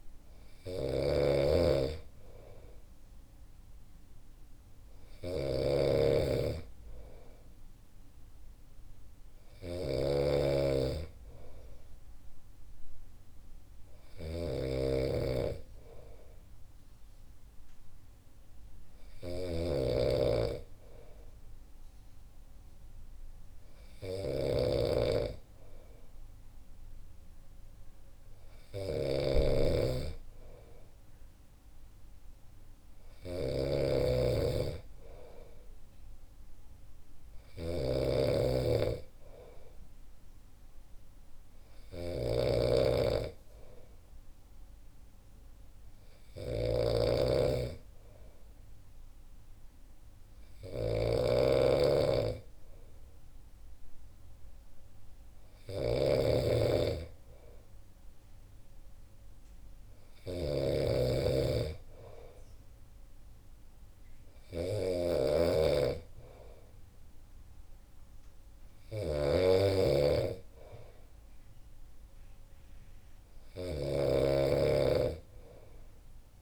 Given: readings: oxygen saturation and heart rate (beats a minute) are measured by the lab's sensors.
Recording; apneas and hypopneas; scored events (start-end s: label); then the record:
breathing in sleep by a room microphone; none
0.00-76.41 s: snoring (device-marked)
From the record:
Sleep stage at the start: N2 (light sleep); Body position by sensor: on the back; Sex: male